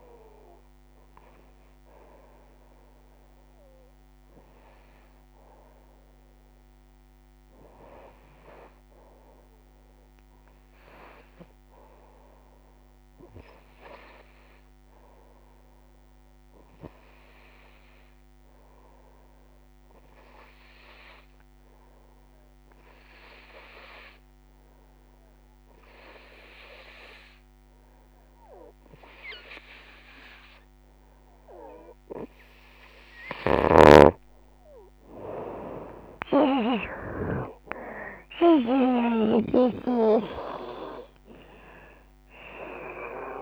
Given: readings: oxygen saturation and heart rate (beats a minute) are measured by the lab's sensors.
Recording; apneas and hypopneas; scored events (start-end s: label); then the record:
breathing in sleep by a microphone on the trachea; 1
0.00-3.50 s: drop in pulse transit time (device-marked, heart rate 69 extreme)
0.00-11.50 s: oxygen desaturation (device-marked, oxygen 83% lowest, heart rate 69 extreme)
15.50-33.00 s: obstructive apnea (oxygen 94% before, 82% lowest, heart rate 77 before, 65 extreme, up 3 after)
20.50-43.42 s: new sleep stage, N2 (light sleep)
23.50-43.42 s: oxygen desaturation (device-marked, oxygen 94% before, 82% lowest, heart rate 78 before, 65 extreme)
34.50-39.50 s: arousal
34.50-43.42 s: drop in pulse transit time (device-marked, heart rate 81 before, 65 extreme)
35.00-37.00 s: long interval between heartbeats (device-marked, heart rate 81 before, 81 extreme)
From the record:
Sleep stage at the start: N1 (lightest sleep); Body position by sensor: on the right side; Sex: female